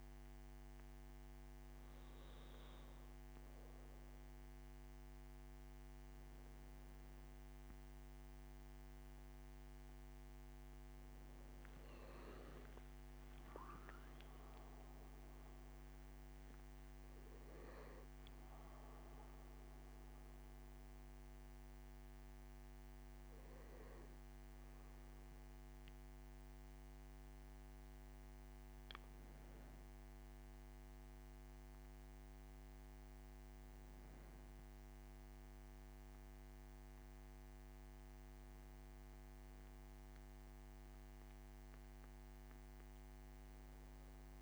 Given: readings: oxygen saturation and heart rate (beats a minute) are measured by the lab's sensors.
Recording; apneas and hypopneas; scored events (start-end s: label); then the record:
breathing in sleep, hard to hear, by a microphone on the trachea; none
none scored
From the record:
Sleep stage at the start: N2 (light sleep); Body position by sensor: on the right side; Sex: male